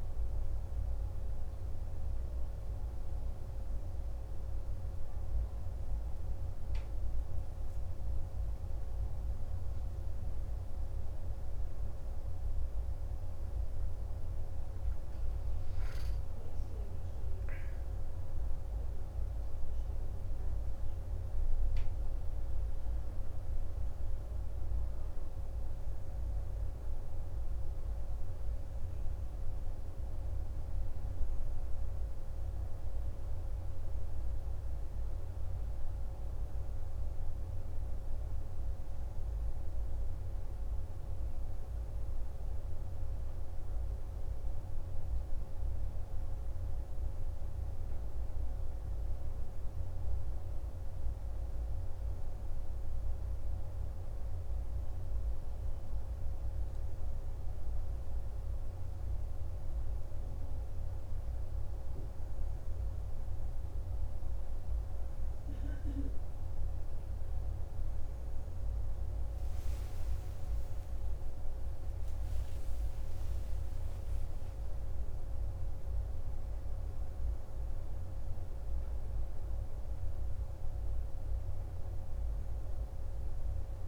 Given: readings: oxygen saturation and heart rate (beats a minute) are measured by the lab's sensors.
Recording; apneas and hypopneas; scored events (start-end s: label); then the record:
breathing in sleep, hard to hear, by a room microphone; 1
32.50-37.00 s: arousal
41.50-56.00 s: hypopnea (oxygen 93% before, 89% lowest, heart rate 52 before, 49 extreme, up 4 after)
57.00-61.00 s: arousal
From the record:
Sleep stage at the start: N2 (light sleep); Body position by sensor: on the back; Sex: male